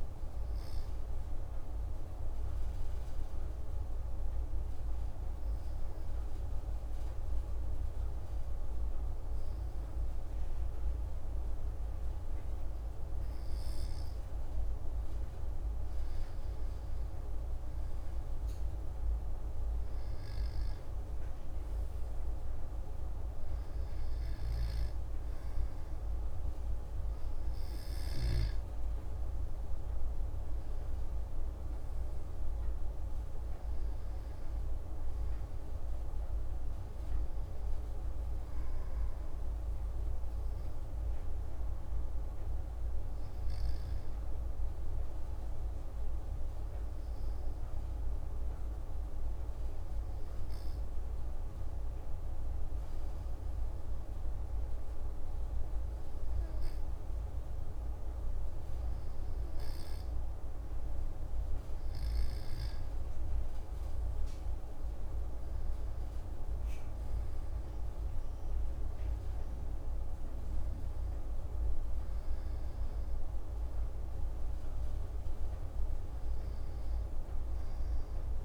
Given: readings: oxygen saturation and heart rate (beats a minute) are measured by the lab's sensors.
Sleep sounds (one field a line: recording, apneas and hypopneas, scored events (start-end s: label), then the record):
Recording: breathing in sleep, hard to hear, by a room microphone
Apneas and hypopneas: 2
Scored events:
1.50-14.50 s: obstructive apnea (oxygen 95% before, 92% lowest)
17.50-22.00 s: arousal
26.00-44.00 s: oxygen desaturation (device-marked, oxygen 96% before, 92% lowest)
41.00-60.00 s: obstructive apnea (oxygen 96% before, 92% lowest)
62.50-68.00 s: arousal
From the record:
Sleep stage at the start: N2 (light sleep)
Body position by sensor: on the back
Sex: male